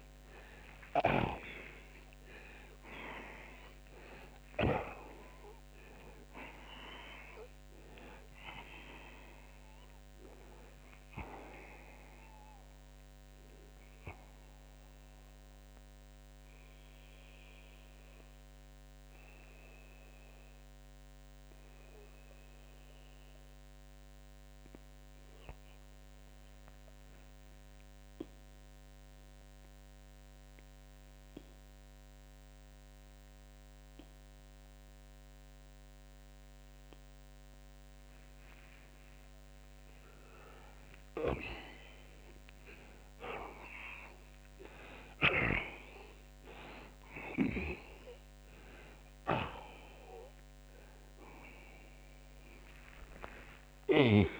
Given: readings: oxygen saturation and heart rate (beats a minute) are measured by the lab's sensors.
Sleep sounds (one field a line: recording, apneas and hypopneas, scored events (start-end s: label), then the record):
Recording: breathing in sleep by a microphone on the trachea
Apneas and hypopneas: 1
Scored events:
0.00-41.50 s: oxygen desaturation (device-marked, oxygen 78% lowest)
0.50-4.50 s: snoring (device-marked)
12.50-39.00 s: mixed apnea (oxygen 94% before, 78% lowest)
43.50-49.00 s: arousal
From the record:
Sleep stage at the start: N2 (light sleep)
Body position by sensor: on the back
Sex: male